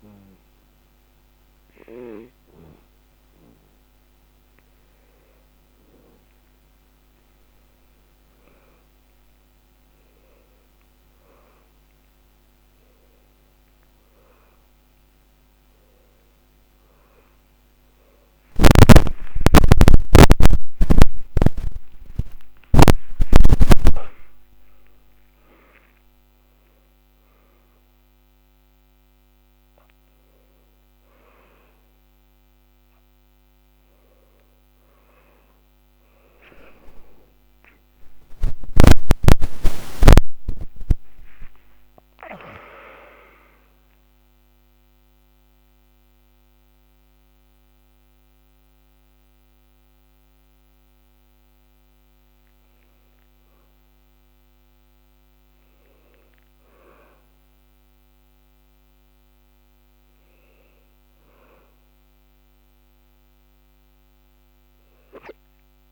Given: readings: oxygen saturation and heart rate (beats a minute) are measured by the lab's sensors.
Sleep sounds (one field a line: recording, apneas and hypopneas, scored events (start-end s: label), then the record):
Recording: a person partly awake in a sleep study, by a microphone on the trachea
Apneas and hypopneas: none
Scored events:
18.50-48.50 s: new sleep stage, awake
19.00-21.00 s: long interval between heartbeats (device-marked, heart rate 81 before, 94 extreme)
41.00-43.00 s: long interval between heartbeats (device-marked, heart rate 95 before, 101 extreme)
48.50-65.91 s: new sleep stage, N2 (light sleep)
63.50-65.91 s: oxygen desaturation (device-marked, oxygen 99% before, 96% lowest, heart rate 89 before, 80 extreme)
From the record:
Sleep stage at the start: N2 (light sleep)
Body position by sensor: on the back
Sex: male